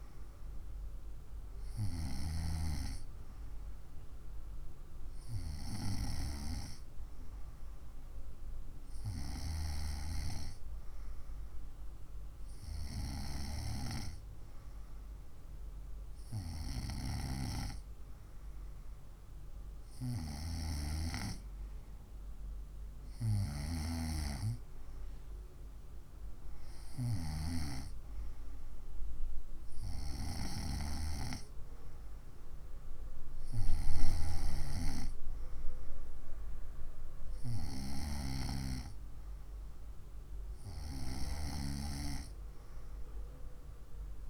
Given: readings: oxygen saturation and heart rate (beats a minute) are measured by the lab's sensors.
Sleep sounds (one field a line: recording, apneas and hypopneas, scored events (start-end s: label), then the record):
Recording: breathing in sleep by a room microphone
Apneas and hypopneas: none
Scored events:
none scored
From the record:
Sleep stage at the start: N2 (light sleep)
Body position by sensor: on the right side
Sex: female